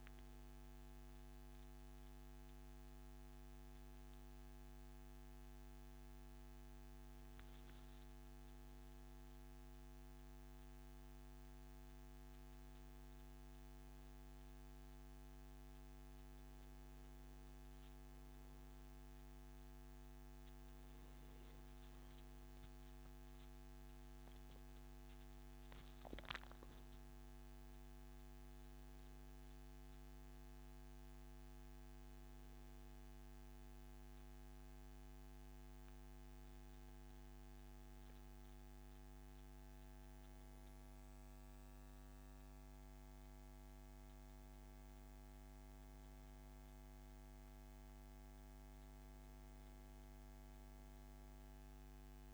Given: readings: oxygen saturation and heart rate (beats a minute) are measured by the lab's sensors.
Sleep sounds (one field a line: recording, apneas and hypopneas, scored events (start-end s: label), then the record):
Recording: a person awake in a sleep study, hard to hear, by a microphone on the trachea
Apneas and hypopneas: none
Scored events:
none scored
From the record:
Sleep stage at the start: awake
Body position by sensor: on the back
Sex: male